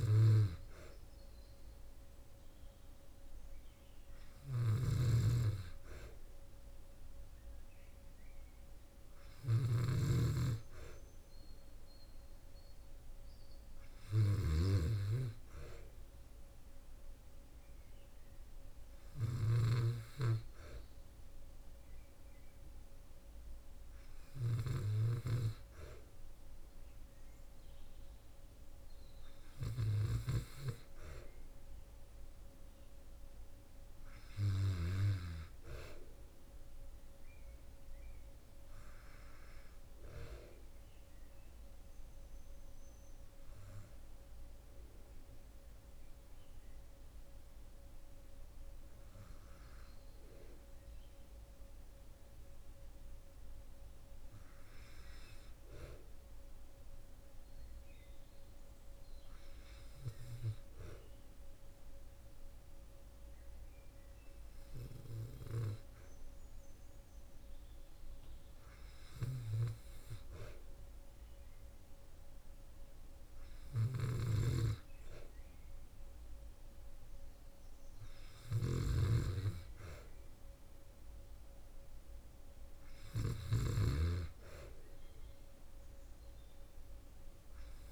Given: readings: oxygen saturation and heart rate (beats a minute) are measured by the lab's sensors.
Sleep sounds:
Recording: breathing in sleep by a room microphone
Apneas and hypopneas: none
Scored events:
4.00-9.00 s: snoring (device-marked)
From the record:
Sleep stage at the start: N2 (light sleep)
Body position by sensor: on the back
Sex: female

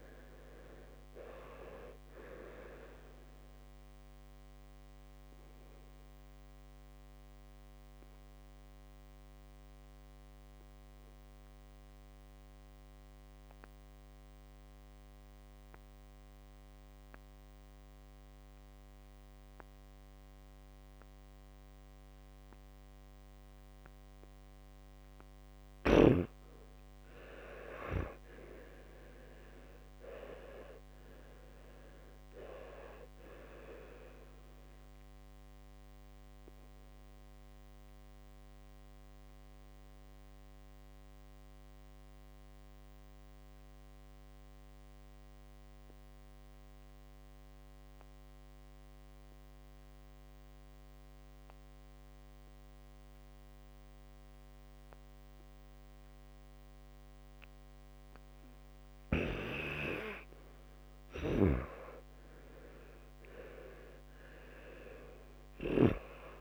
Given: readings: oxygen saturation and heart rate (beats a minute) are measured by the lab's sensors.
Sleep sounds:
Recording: breathing in sleep by a microphone on the trachea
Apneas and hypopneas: 2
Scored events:
0.00-1.00 s: arousal
4.00-25.00 s: obstructive apnea (oxygen 100% before, 92% lowest, heart rate 63 before, 58 extreme, up 33 after)
7.50-17.50 s: oxygen desaturation (device-marked, oxygen 97% before, 92% lowest, heart rate 65 before, 58 extreme)
19.50-31.50 s: oxygen desaturation (device-marked, oxygen 95% before, 92% lowest, heart rate 64 before, 58 extreme)
27.50-30.50 s: arousal
37.50-59.50 s: obstructive apnea (oxygen 99% before, 90% lowest, heart rate 71 before, 58 extreme, up 14 after)
62.50-66.00 s: arousal
From the record:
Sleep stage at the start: N2 (light sleep)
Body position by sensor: on the back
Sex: male

